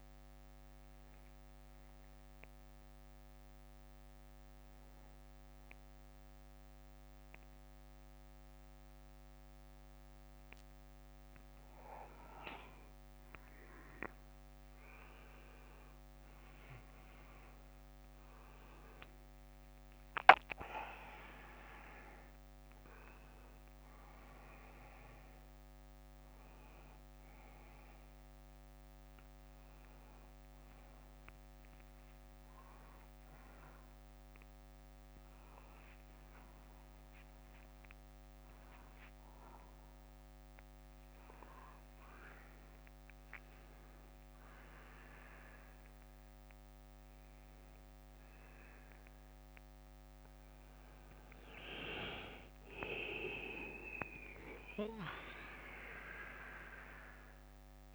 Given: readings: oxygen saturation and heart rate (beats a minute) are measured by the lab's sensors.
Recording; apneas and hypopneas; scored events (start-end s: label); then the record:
breathing in sleep by a microphone on the trachea; 2
0.00-11.50 s: bradycardia (device-marked, heart rate 49 extreme)
1.00-12.50 s: obstructive apnea (oxygen 96% before, 91% lowest, heart rate 66 before, 55 extreme, up 19 after)
15.00-19.50 s: arousal
24.00-35.50 s: hypopnea (oxygen 96% before, 91% lowest, heart rate 60 before, 55 extreme, up 13 after)
32.50-47.50 s: oxygen desaturation (device-marked, oxygen 94% before, 91% lowest, heart rate 65 before, 51 extreme)
37.50-41.00 s: arousal
51.50-53.50 s: bradycardia (device-marked, heart rate 66 before, 61 extreme)
54.50-57.50 s: bradycardia (device-marked, heart rate 66 before, 57 extreme)
56.00-57.95 s: arousal
From the record:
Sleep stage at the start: N1 (lightest sleep); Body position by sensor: on the back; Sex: male